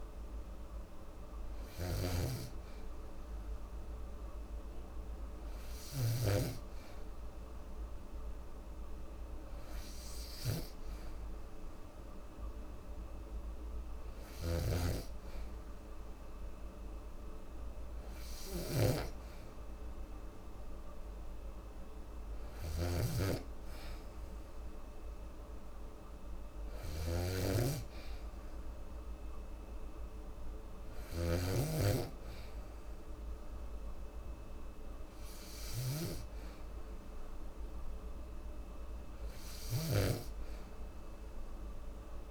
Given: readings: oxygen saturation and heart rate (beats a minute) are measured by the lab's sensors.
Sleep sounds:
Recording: breathing in sleep by a room microphone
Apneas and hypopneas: none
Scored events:
14.00-18.50 s: snoring (device-marked)
From the record:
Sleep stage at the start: N2 (light sleep)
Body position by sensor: on the back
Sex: female

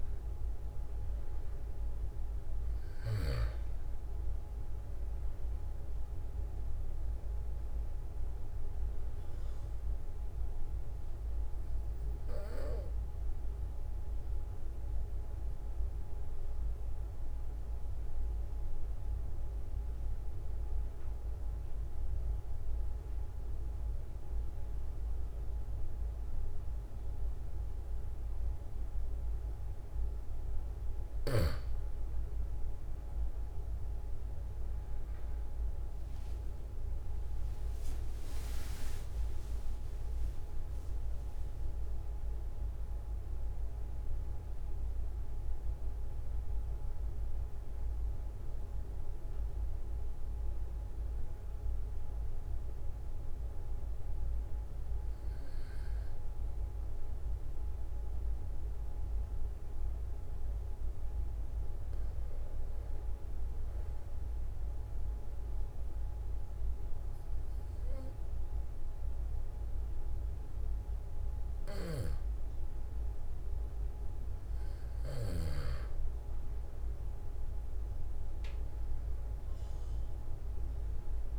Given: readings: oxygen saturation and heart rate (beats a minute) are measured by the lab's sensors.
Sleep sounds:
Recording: breathing in sleep, hard to hear, by a room microphone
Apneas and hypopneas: 2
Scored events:
11.50-31.50 s: obstructive apnea (oxygen 96% before, 93% lowest, heart rate 46 before, 43 extreme, up 4 after)
33.00-36.50 s: arousal
42.00-44.00 s: long interval between heartbeats (device-marked, heart rate 46 before, 59 extreme)
64.00-76.00 s: mixed apnea (oxygen 96% before, 93% lowest, heart rate 48 before, 44 extreme, up 1 after)
72.00-76.00 s: snoring (device-marked)
78.50-81.39 s: arousal
From the record:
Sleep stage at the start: N2 (light sleep)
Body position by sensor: on the back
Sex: male

